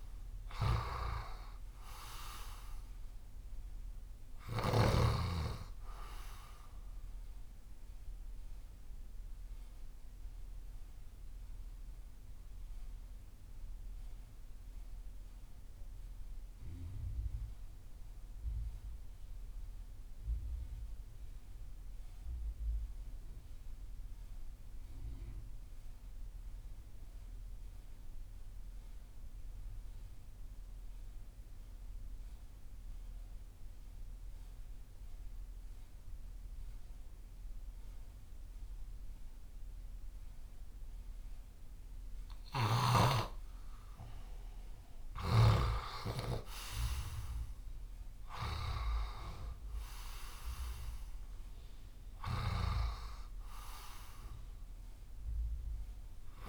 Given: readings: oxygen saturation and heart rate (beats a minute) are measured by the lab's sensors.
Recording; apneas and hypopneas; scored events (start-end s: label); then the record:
breathing in sleep by a room microphone; 1
0.00-4.50 s: snoring (device-marked)
0.00-23.00 s: oxygen desaturation (device-marked, oxygen 80% lowest)
8.50-42.00 s: mixed apnea (oxygen 96% before, 80% lowest)
42.00-45.50 s: snoring (device-marked)
43.00-56.49 s: oxygen desaturation (device-marked, oxygen 97% before, 85% lowest)
44.50-49.00 s: arousal
From the record:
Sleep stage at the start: REM sleep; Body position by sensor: on the left side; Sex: male